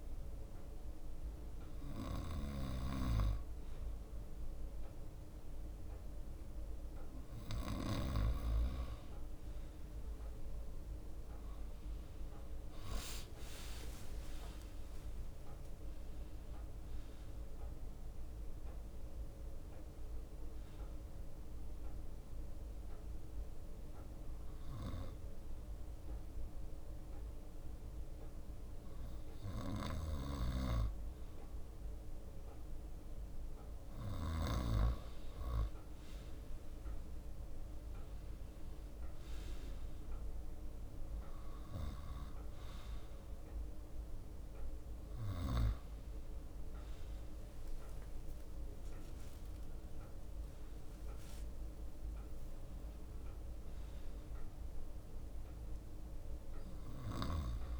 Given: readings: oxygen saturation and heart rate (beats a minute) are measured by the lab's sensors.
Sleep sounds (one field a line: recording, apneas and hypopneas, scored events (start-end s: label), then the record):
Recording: breathing in sleep by a room microphone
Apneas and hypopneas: 1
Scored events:
6.50-7.50 s: drop in pulse transit time (device-marked, heart rate 65 before, 62 extreme)
8.50-12.50 s: leg movement (device-marked)
9.50-25.50 s: drop in pulse transit time (device-marked, heart rate 64 before, 63 extreme)
12.50-21.00 s: leg movement (device-marked)
14.00-16.00 s: long interval between heartbeats (device-marked, heart rate 64 before, 79 extreme)
15.50-19.50 s: arousal
22.50-33.50 s: hypopnea (oxygen 96% before, 94% lowest, heart rate 72 before, 62 extreme, up 5 after)
35.50-38.50 s: leg movement (device-marked)
38.50-48.50 s: drop in pulse transit time (device-marked, heart rate 66 before, 64 extreme)
46.00-48.50 s: leg movement (device-marked)
48.00-53.00 s: arousal
49.00-51.00 s: long interval between heartbeats (device-marked, heart rate 64 before, 80 extreme)
From the record:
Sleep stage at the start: N2 (light sleep)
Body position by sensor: on the right side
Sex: male